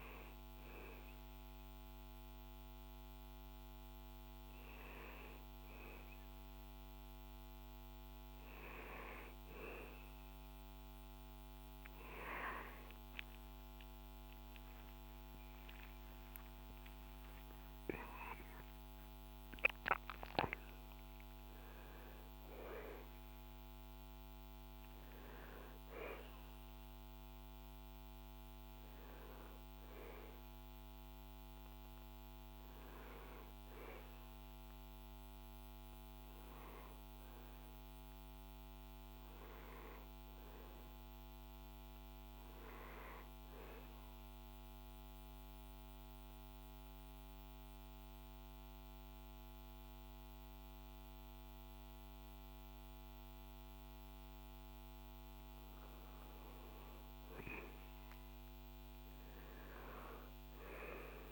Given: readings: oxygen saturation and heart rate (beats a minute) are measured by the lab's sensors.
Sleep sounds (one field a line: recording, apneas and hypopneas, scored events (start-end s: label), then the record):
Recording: breathing in sleep by a microphone on the trachea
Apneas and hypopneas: 1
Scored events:
15.00-20.50 s: arousal
43.50-55.00 s: central apnea (oxygen 96% before, 93% lowest, heart rate 78 before, 65 extreme, up 7 after)
58.00-61.32 s: arousal
From the record:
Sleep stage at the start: N1 (lightest sleep)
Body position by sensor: on the back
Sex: male